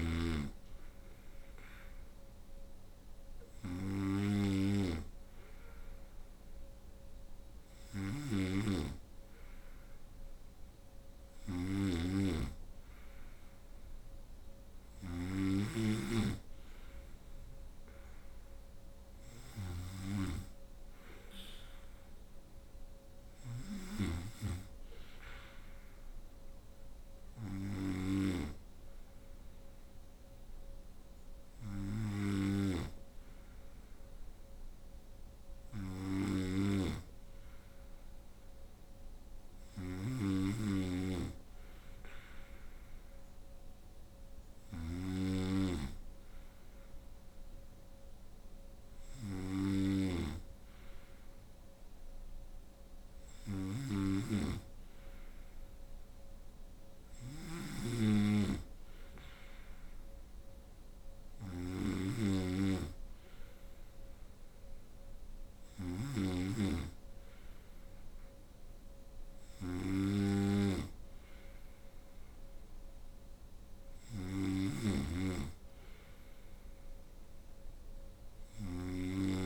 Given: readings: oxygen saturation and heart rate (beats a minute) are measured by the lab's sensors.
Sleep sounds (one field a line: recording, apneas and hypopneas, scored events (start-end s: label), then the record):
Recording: breathing in sleep by a room microphone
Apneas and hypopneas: none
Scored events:
0.00-79.46 s: snoring (device-marked)
From the record:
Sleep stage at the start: N2 (light sleep)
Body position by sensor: on the right side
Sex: female